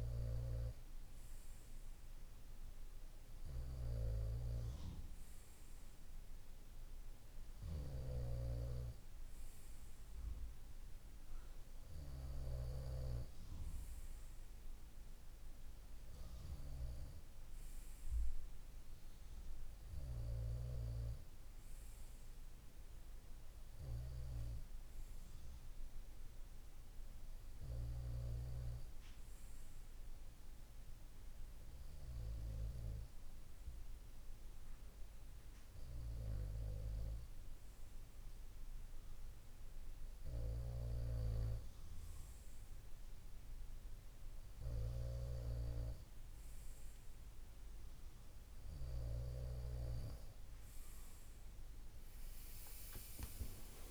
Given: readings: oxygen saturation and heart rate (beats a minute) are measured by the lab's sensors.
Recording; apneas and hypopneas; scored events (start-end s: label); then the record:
breathing in sleep by a room microphone; none
0.00-13.00 s: snoring (device-marked)
23.50-28.00 s: snoring (device-marked)
40.50-49.00 s: snoring (device-marked)
From the record:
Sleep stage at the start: N2 (light sleep); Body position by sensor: on the right side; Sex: male